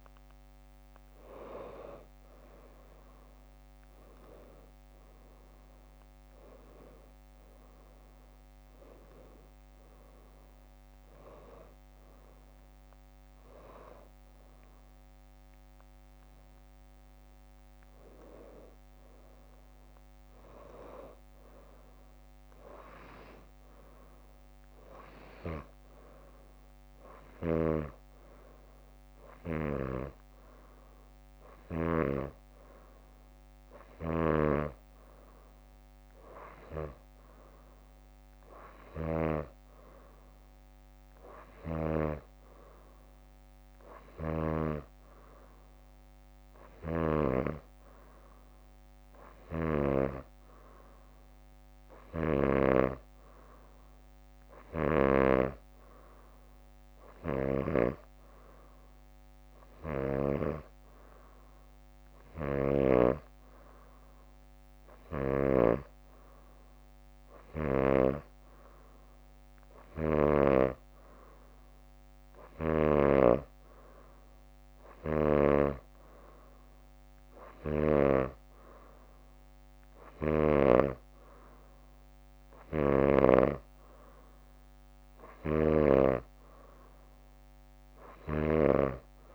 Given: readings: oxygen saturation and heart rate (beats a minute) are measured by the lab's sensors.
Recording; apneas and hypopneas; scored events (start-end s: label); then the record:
breathing in sleep by a microphone on the trachea; none
0.00-4.00 s: arousal
0.00-17.00 s: drop in pulse transit time (device-marked, heart rate 66 before, 64 extreme)
44.00-50.00 s: snoring (device-marked)
52.00-53.50 s: leg movement (device-marked)
52.00-60.50 s: snoring (device-marked)
56.50-59.00 s: leg movement (device-marked)
61.00-72.00 s: drop in pulse transit time (device-marked, heart rate 67 before, 64 extreme)
80.00-83.50 s: snoring (device-marked)
85.50-89.34 s: snoring (device-marked)
From the record:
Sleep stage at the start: N2 (light sleep); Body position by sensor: on the back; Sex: female